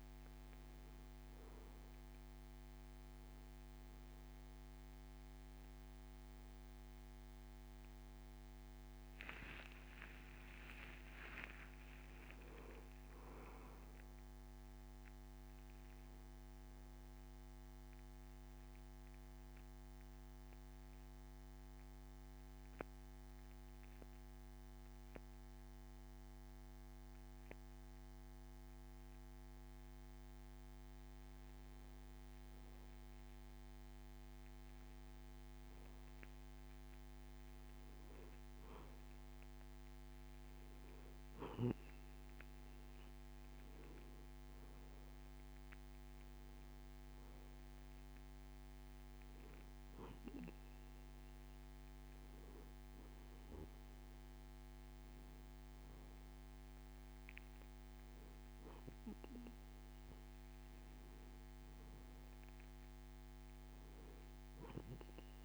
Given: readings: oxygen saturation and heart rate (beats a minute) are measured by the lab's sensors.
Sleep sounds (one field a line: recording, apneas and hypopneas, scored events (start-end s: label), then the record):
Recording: breathing in sleep by a microphone on the trachea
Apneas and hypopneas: 1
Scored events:
11.50-16.00 s: arousal
20.00-31.00 s: obstructive apnea (oxygen 96% before, 93% lowest)
33.00-37.00 s: arousal
From the record:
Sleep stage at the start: N2 (light sleep)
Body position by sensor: on the back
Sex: male